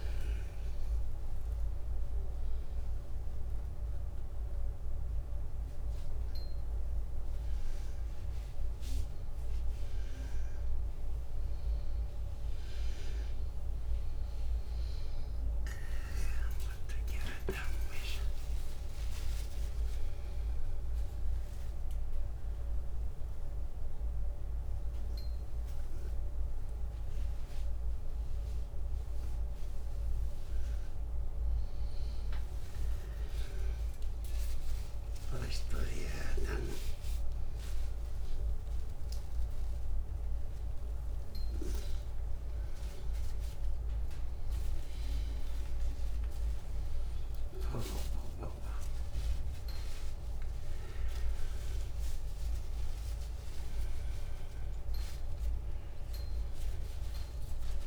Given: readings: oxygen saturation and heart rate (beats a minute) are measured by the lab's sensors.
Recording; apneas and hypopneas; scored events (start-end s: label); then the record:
a person awake in a sleep study, by a room microphone; none
none scored
From the record:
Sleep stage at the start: awake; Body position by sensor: on the front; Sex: male